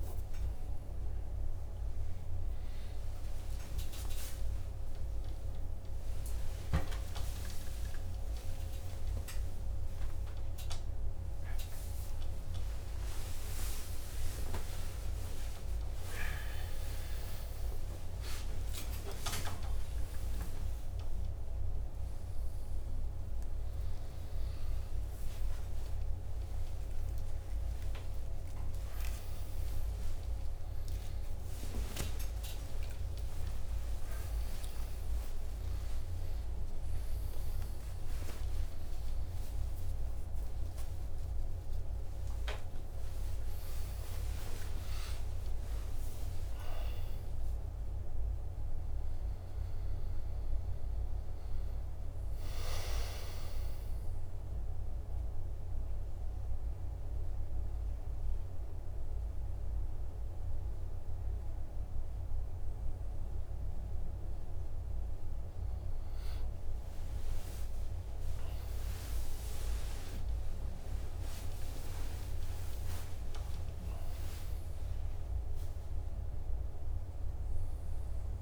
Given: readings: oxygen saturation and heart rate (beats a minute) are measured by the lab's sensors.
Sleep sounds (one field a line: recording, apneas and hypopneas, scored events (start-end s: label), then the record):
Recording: a person awake in a sleep study, hard to hear, by a room microphone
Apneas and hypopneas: none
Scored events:
0.00-9.50 s: oxygen desaturation (device-marked, oxygen 95% lowest, heart rate 64 extreme)
24.50-30.50 s: tachycardia (device-marked, heart rate 56 before, 128 extreme)
37.50-43.50 s: tachycardia (device-marked, heart rate 58 before, 125 extreme)
71.50-78.42 s: new sleep stage, N1 (lightest sleep)
From the record:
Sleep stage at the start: awake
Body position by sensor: on the back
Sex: male